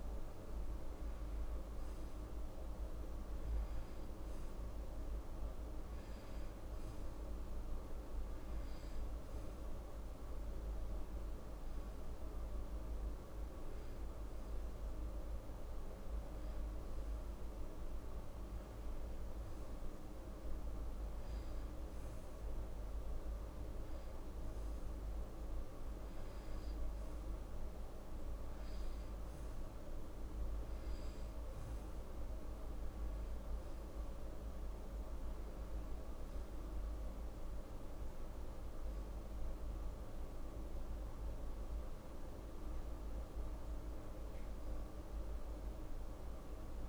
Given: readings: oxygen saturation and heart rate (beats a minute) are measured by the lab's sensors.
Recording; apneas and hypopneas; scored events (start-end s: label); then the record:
breathing in sleep, hard to hear, by a room microphone; none
none scored
From the record:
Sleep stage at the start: N1 (lightest sleep); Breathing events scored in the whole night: 128 in 6.0 hours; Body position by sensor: on the back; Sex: female